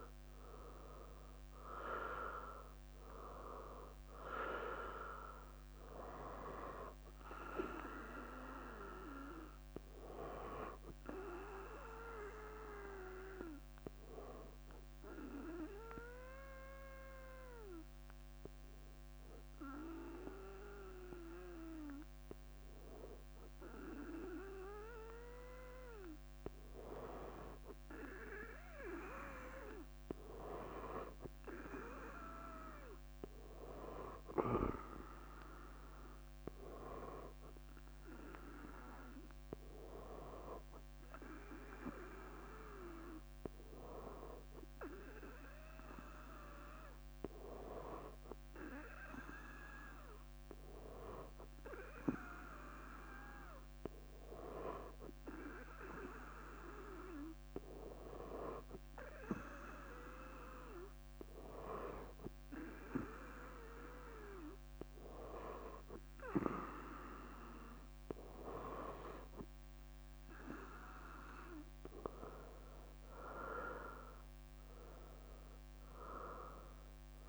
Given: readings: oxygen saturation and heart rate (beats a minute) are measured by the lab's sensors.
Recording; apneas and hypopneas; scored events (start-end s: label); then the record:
breathing in sleep by a microphone on the trachea; 2
0.00-3.00 s: arousal
0.00-6.00 s: leg movement (device-marked)
9.00-19.00 s: bradycardia (device-marked, heart rate 68 before, 58 extreme)
9.50-23.00 s: hypopnea (oxygen 98% before, 97% lowest, heart rate 67 before, 58 extreme, up 6 after)
11.00-16.00 s: leg movement (device-marked)
24.50-28.50 s: arousal
54.00-64.00 s: hypopnea (oxygen 99% before, 97% lowest, heart rate 66 before, 57 extreme, up 4 after)
71.00-75.50 s: arousal
From the record:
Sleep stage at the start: N2 (light sleep); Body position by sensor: on the front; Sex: female